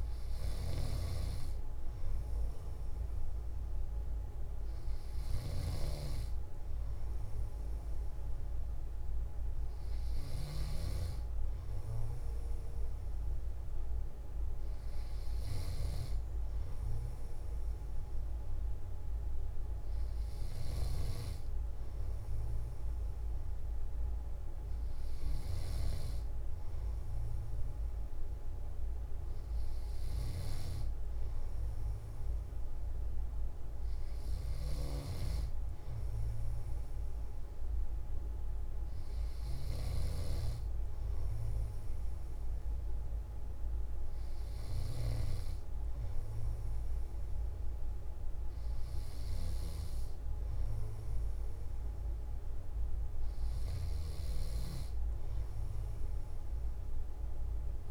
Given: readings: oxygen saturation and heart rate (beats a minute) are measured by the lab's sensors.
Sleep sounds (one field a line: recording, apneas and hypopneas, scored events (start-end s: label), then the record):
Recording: breathing in sleep by a room microphone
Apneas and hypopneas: none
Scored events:
5.00-57.91 s: new sleep stage, N2 (light sleep)
From the record:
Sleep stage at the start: N1 (lightest sleep)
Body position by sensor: on the back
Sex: male